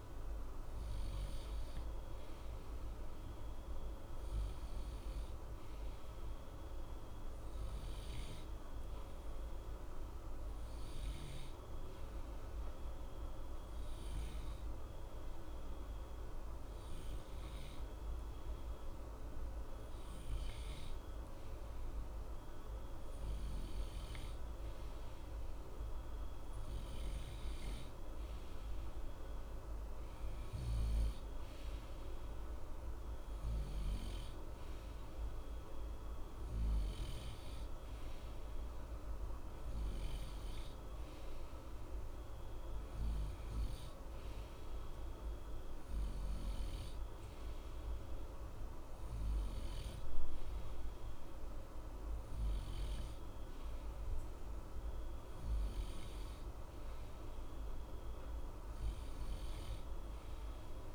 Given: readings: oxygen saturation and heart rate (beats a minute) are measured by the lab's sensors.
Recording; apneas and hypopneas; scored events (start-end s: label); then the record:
breathing in sleep, hard to hear, by a room microphone; 1
8.50-21.50 s: hypopnea (oxygen 93% before, 92% lowest, heart rate 60 before, 60 extreme, up 0 after)
23.50-26.50 s: arousal
From the record:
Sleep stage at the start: N2 (light sleep); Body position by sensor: on the right side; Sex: male